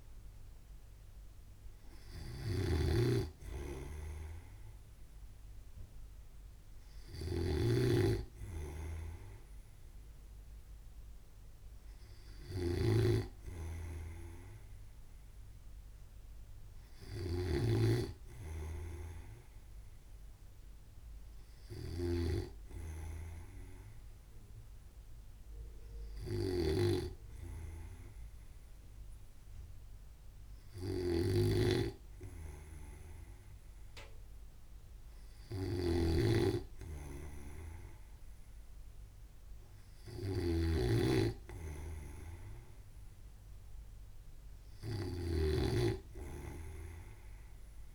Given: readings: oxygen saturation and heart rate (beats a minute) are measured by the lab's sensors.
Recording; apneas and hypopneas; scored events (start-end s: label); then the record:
breathing in sleep by a room microphone; none
0.00-47.95 s: snoring (device-marked)
From the record:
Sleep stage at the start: N2 (light sleep); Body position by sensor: on the right side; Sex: male